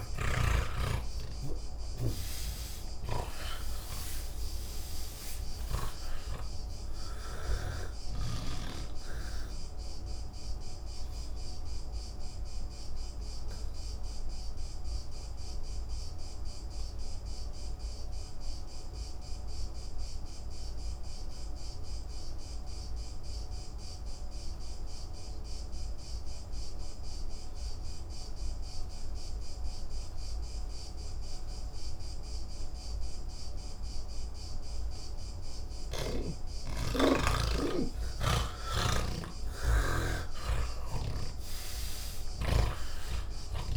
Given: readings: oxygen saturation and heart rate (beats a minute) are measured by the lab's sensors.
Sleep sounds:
breathing in sleep by a room microphone; 1
0.00-29.50 s: oxygen desaturation (device-marked, oxygen 79% lowest, heart rate 38 extreme)
8.00-35.00 s: obstructive apnea (oxygen 98% before, 78% lowest, heart rate 79 before, 57 extreme)
From the record:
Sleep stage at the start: N1 (lightest sleep); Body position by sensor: on the back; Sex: male

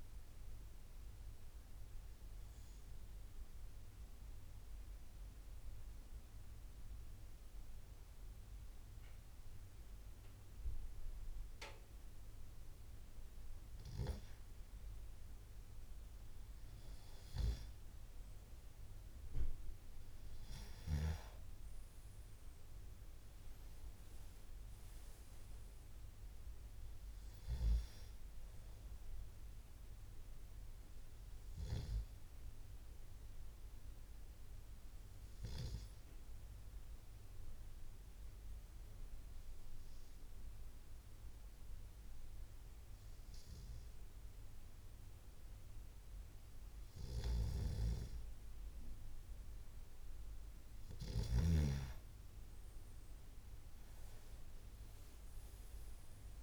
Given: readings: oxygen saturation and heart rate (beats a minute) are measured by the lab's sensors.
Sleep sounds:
breathing in sleep by a room microphone; 2
0.50-14.00 s: obstructive apnea (oxygen 97% before, 91% lowest, heart rate 68 before, 67 extreme, up 9 after)
19.00-22.00 s: arousal
22.50-44.50 s: oxygen desaturation (device-marked, oxygen 96% before, 91% lowest, heart rate 73 before, 67 extreme)
33.50-48.00 s: obstructive apnea (oxygen 96% before, 91% lowest, heart rate 76 before, 69 extreme, up 10 after)
53.00-56.43 s: arousal
From the record:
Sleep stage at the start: N2 (light sleep); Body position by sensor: on the left side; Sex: male

